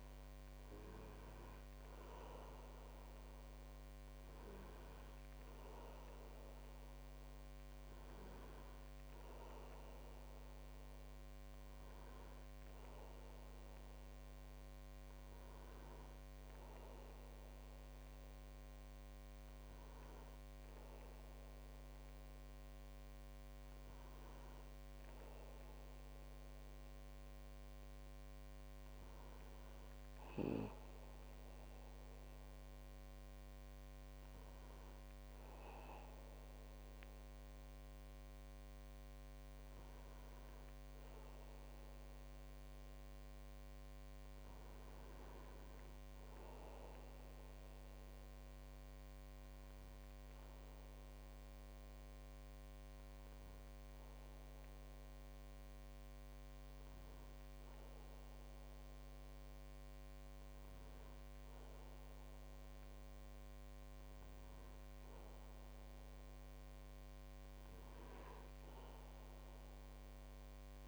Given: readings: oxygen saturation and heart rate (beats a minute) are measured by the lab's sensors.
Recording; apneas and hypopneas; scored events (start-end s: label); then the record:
breathing in sleep, hard to hear, by a microphone on the trachea; 1
38.00-41.00 s: arousal
44.50-64.00 s: hypopnea (oxygen 98% before, 95% lowest, heart rate 53 before, 45 extreme, up 6 after)
From the record:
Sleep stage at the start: N1 (lightest sleep); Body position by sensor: on the back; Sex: male